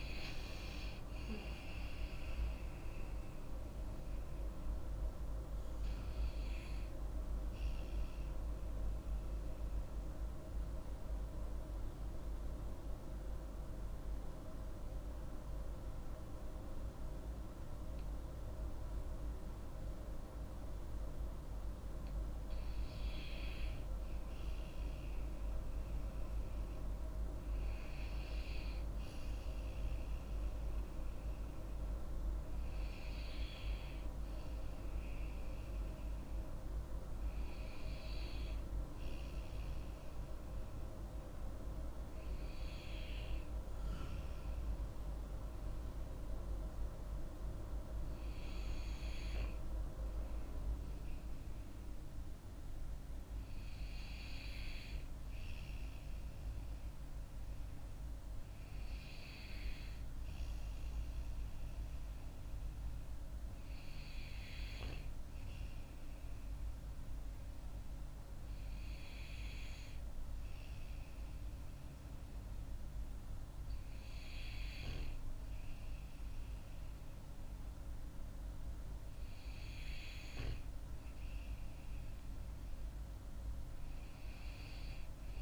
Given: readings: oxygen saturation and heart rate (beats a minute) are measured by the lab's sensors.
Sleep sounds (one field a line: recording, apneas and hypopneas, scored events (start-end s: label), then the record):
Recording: breathing in sleep by a room microphone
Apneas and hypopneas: 3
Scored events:
9.00-20.50 s: obstructive apnea (oxygen 96% before, 94% lowest)
22.50-26.00 s: arousal
39.50-53.00 s: hypopnea (oxygen 97% before, 94% lowest)
54.00-57.50 s: arousal
65.00-79.50 s: hypopnea (oxygen 97% before, 92% lowest)
82.00-85.42 s: arousal
From the record:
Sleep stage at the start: N2 (light sleep)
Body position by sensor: on the back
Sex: female